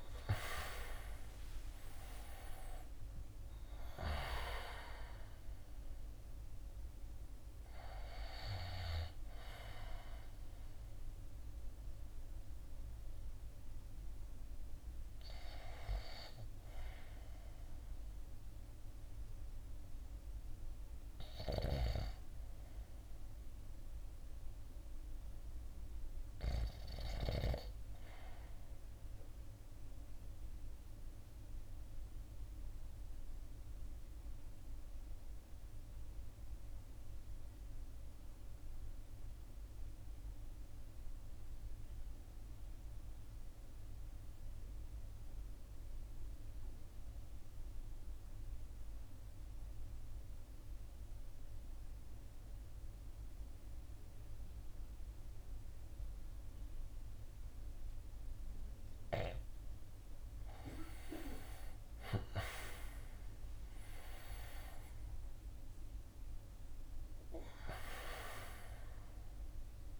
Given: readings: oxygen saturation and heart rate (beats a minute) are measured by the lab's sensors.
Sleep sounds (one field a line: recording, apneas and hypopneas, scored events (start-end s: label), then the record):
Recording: breathing in sleep by a room microphone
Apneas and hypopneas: 1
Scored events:
0.00-11.50 s: drop in pulse transit time (device-marked, heart rate 63 extreme)
0.00-30.50 s: oxygen desaturation (device-marked, oxygen 82% lowest, heart rate 51 extreme)
30.00-60.00 s: obstructive apnea (oxygen 92% before, 81% lowest, heart rate 60 before, 51 extreme, up 21 after)
61.50-70.00 s: oxygen desaturation (device-marked, oxygen 93% before, 81% lowest, heart rate 52 before, 53 extreme)
62.00-65.00 s: arousal
63.50-70.00 s: drop in pulse transit time (device-marked, heart rate 53 before, 56 extreme)
From the record:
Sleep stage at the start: REM sleep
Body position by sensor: on the right side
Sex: male